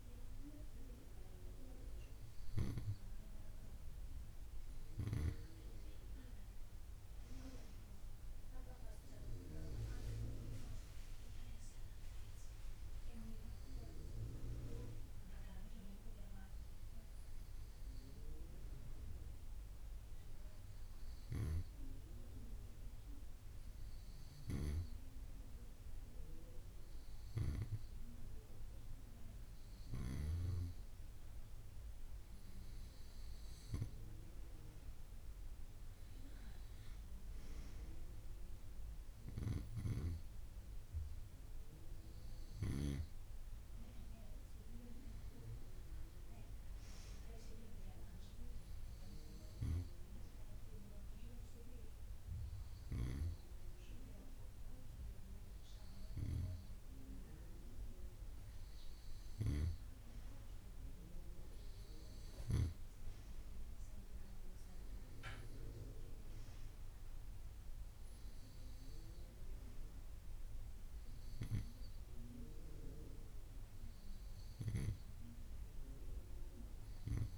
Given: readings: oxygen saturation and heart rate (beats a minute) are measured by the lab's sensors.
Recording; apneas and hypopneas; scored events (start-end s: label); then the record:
breathing in sleep by a room microphone; none
none scored
From the record:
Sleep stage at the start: N2 (light sleep); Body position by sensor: on the right side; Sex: female